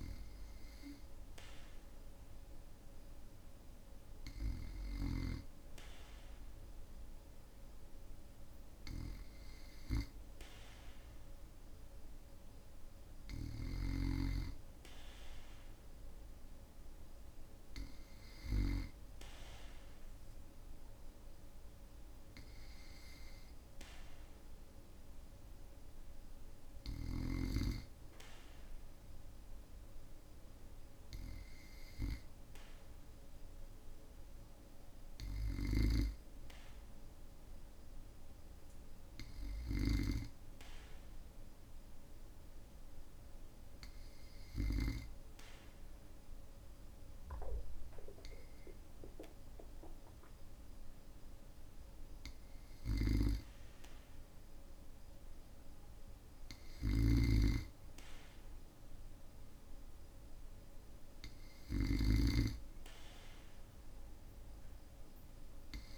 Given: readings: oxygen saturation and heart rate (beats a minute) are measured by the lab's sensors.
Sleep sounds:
breathing in sleep by a room microphone; none
56.50-65.98 s: snoring (device-marked)
63.00-65.98 s: arousal
From the record:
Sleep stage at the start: N2 (light sleep); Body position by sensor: on the back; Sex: male

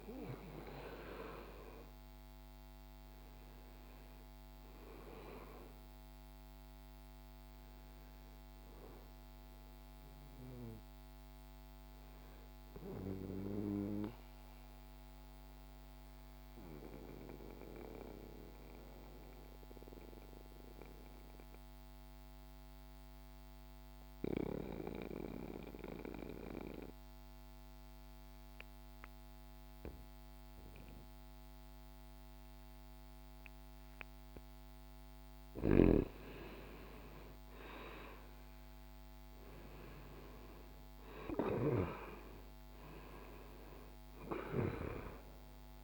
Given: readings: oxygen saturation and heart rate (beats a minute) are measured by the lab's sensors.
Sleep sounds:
breathing in sleep by a microphone on the trachea; 1
0.00-6.50 s: oxygen desaturation (device-marked, oxygen 90% lowest, heart rate 61 extreme)
13.50-34.00 s: mixed apnea (oxygen 97% before, 86% lowest, heart rate 63 before, 59 extreme)
19.50-29.50 s: oxygen desaturation (device-marked, oxygen 91% before, 86% lowest, heart rate 63 before, 59 extreme)
36.50-42.00 s: arousal
From the record:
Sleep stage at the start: N2 (light sleep); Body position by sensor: on the back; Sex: male

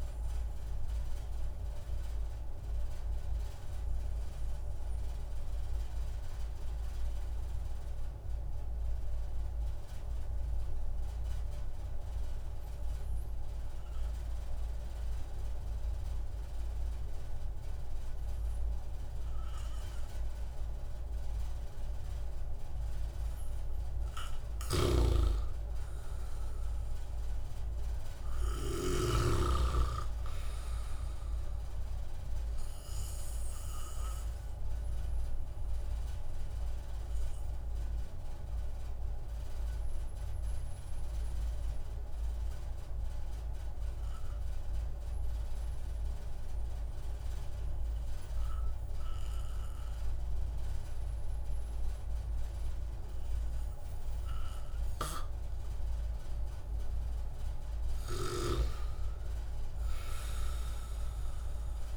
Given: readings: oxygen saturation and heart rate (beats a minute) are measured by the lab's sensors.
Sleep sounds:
breathing in sleep by a room microphone; 2
2.50-22.00 s: obstructive apnea (oxygen 96% before, 93% lowest)
24.00-27.50 s: arousal
24.50-29.00 s: snoring (device-marked)
29.50-49.50 s: oxygen desaturation (device-marked, oxygen 97% before, 93% lowest)
36.50-56.50 s: obstructive apnea (oxygen 98% before, 93% lowest)
58.00-61.50 s: arousal
From the record:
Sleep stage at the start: N2 (light sleep); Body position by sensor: on the back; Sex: male

